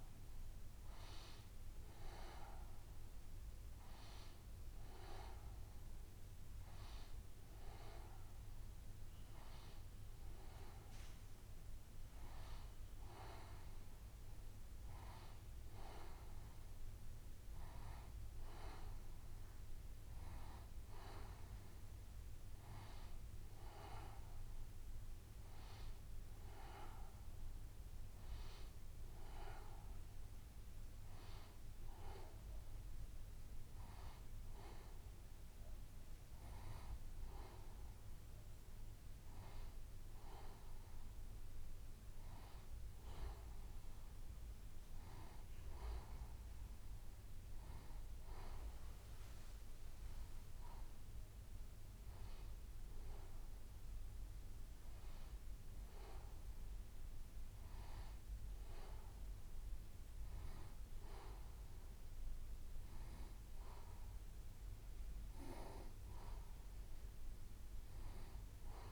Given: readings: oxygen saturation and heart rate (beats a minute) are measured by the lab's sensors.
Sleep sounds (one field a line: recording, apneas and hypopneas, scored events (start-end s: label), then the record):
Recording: breathing in sleep by a room microphone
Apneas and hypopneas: none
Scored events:
33.50-68.92 s: new sleep stage, N2 (light sleep)
From the record:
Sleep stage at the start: N1 (lightest sleep)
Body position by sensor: on the right side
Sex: female